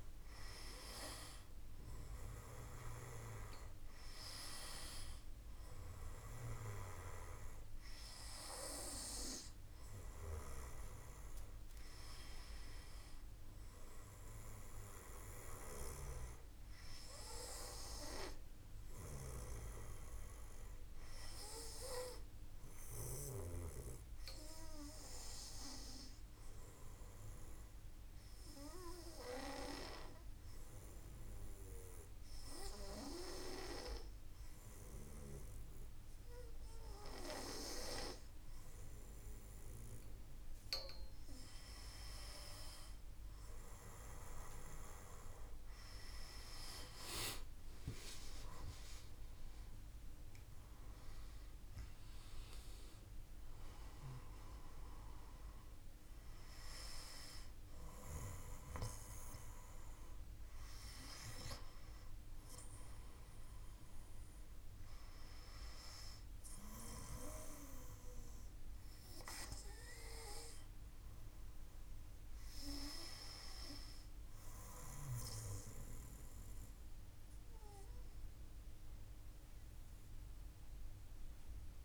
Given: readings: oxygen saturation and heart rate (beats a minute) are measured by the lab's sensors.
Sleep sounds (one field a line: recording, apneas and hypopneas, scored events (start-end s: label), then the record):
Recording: breathing in sleep by a room microphone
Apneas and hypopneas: 1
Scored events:
26.00-41.00 s: hypopnea (oxygen 96% before, 94% lowest, heart rate 53 before, 52 extreme, up 5 after)
43.50-48.00 s: arousal
From the record:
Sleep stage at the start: N2 (light sleep)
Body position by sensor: on the back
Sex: male